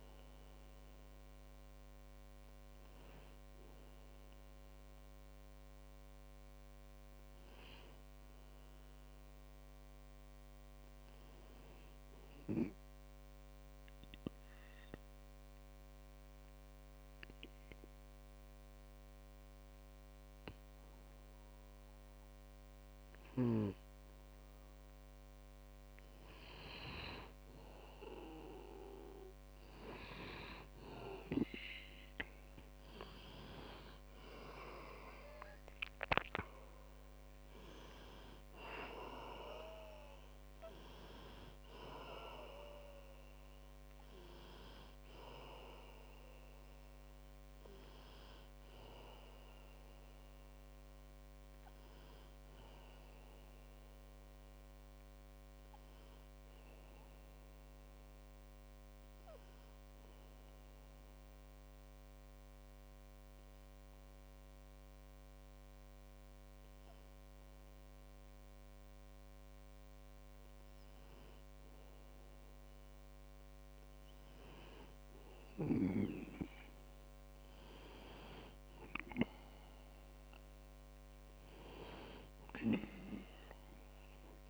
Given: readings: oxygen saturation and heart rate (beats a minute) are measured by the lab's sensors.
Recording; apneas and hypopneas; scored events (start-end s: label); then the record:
breathing in sleep by a microphone on the trachea; 2
3.00-84.50 s: new sleep stage, N2 (light sleep)
11.50-27.00 s: obstructive apnea (oxygen 99% before, 94% lowest, heart rate 47 before, 39 extreme, up 11 after)
33.50-38.00 s: arousal
58.00-71.50 s: obstructive apnea (oxygen 97% before, 96% lowest, heart rate 58 before, 39 extreme, up 20 after)
74.50-79.50 s: arousal
From the record:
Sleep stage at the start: N1 (lightest sleep); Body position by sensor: on the back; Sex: male